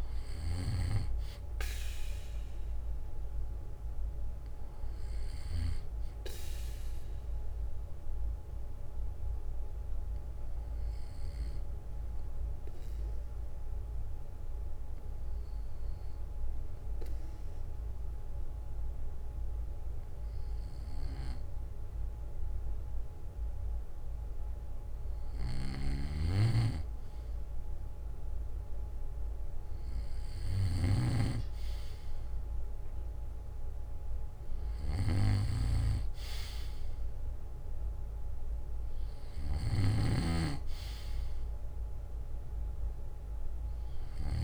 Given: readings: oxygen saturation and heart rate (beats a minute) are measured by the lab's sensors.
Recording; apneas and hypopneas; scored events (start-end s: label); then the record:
breathing in sleep by a room microphone; 1
10.00-25.00 s: obstructive apnea (oxygen 97% before, 94% lowest, heart rate 64 before, 57 extreme, up 9 after)
25.50-31.00 s: snoring (device-marked)
28.50-33.50 s: arousal
39.00-44.44 s: snoring (device-marked)
From the record:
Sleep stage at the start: N2 (light sleep); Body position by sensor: on the back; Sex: male